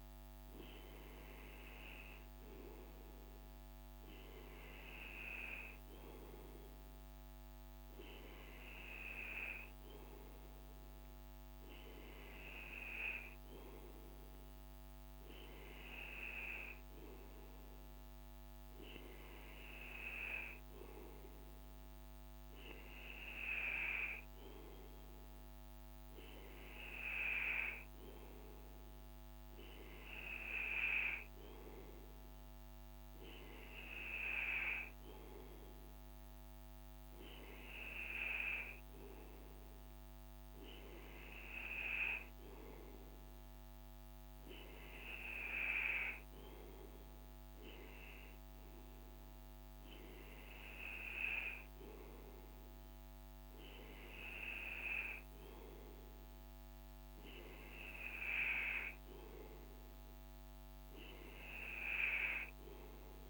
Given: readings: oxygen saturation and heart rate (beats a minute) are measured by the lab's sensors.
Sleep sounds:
breathing in sleep by a microphone on the trachea; none
none scored
From the record:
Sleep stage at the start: N2 (light sleep); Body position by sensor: on the right side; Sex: male

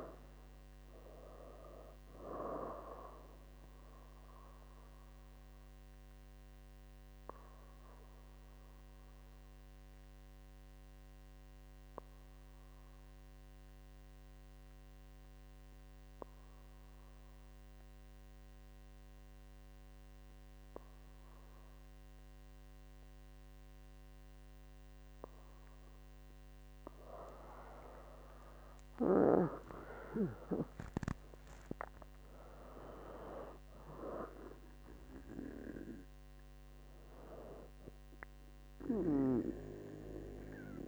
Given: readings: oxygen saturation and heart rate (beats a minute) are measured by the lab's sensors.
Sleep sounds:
breathing in sleep by a microphone on the trachea; 1
4.50-25.50 s: obstructive apnea (oxygen 98% before, 94% lowest, heart rate 106 before, 65 extreme, up 26 after)
27.50-31.00 s: arousal
33.00-40.88 s: oxygen desaturation (device-marked, oxygen 100% before, 96% lowest, heart rate 71 before, 65 extreme)
From the record:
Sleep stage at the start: N2 (light sleep); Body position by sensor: on the back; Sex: female

